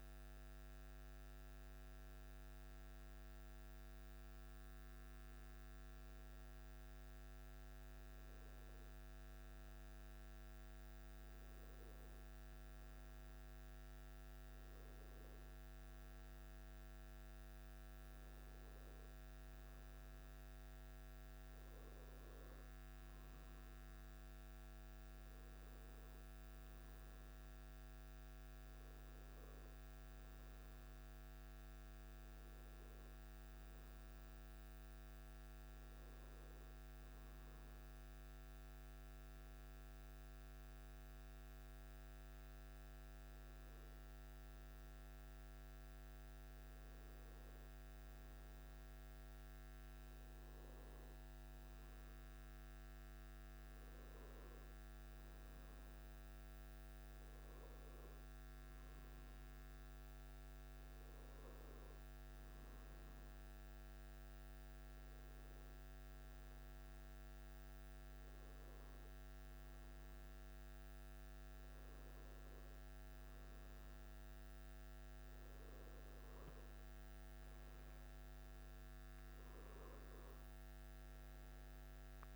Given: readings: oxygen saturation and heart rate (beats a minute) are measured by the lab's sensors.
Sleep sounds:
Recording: a person partly awake in a sleep study, hard to hear, by a microphone on the trachea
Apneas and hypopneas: none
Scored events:
0.50-82.36 s: new sleep stage, N1 (lightest sleep)
From the record:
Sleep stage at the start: awake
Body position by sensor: on the back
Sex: male

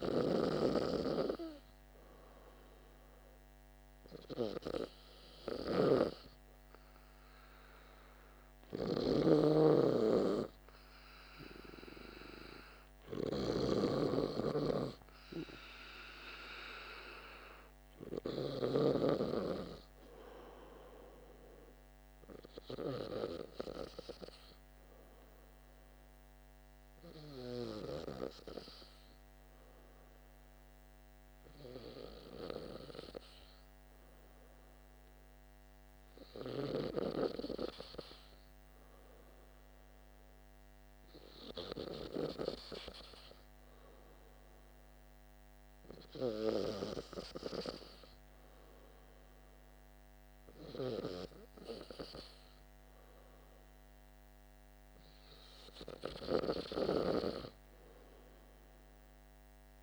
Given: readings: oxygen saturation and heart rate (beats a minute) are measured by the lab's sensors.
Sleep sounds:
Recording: breathing in sleep by a microphone on the trachea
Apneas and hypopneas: none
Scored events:
0.00-18.50 s: snoring (device-marked)
From the record:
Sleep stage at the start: N2 (light sleep)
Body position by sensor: on the back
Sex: male

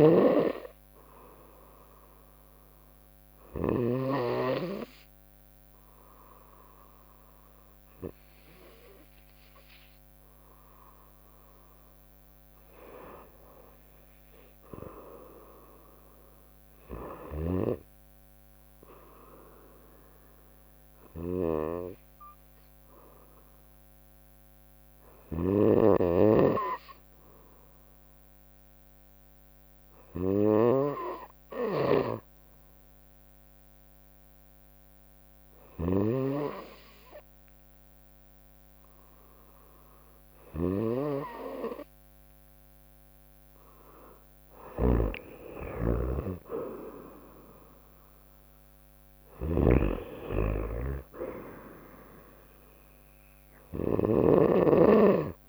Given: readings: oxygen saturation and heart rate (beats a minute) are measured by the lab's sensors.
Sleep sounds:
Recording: breathing in sleep by a microphone on the trachea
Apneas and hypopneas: 2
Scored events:
0.00-3.50 s: snoring (device-marked)
2.00-12.00 s: obstructive apnea (oxygen 98% before, 91% lowest, heart rate 61 before, 59 extreme, up 1 after)
9.00-13.00 s: bradycardia (device-marked, heart rate 65 before, 59 extreme)
16.50-20.00 s: arousal
16.50-55.49 s: snoring (device-marked)
23.00-41.50 s: hypopnea (oxygen 97% before, 91% lowest, heart rate 61 before, 61 extreme, up 6 after)
43.50-47.50 s: arousal
45.00-55.49 s: drop in pulse transit time (device-marked, heart rate 63 before, 66 extreme)
From the record:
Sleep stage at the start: N2 (light sleep)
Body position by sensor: on the right side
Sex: female

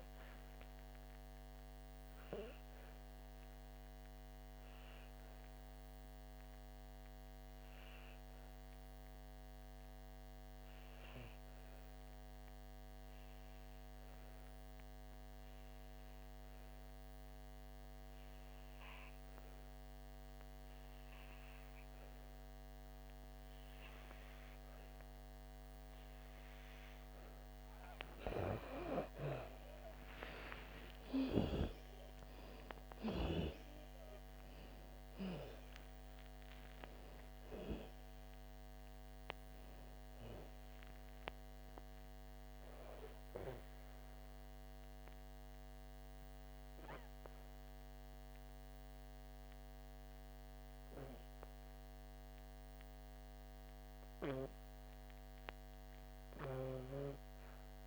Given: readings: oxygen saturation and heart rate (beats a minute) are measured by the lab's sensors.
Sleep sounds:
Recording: breathing in sleep by a microphone on the trachea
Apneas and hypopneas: 1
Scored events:
0.00-12.00 s: oxygen desaturation (device-marked, oxygen 91% lowest, heart rate 55 extreme)
3.00-27.50 s: obstructive apnea (oxygen 97% before, 89% lowest, heart rate 66 before, 55 extreme, up 12 after)
30.00-34.00 s: arousal
30.00-37.00 s: oxygen desaturation (device-marked, oxygen 98% before, 94% lowest, heart rate 59 before, 54 extreme)
52.00-57.86 s: oxygen desaturation (device-marked, oxygen 96% before, 89% lowest, heart rate 65 before, 60 extreme)
From the record:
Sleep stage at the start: N2 (light sleep)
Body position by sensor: on the back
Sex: female

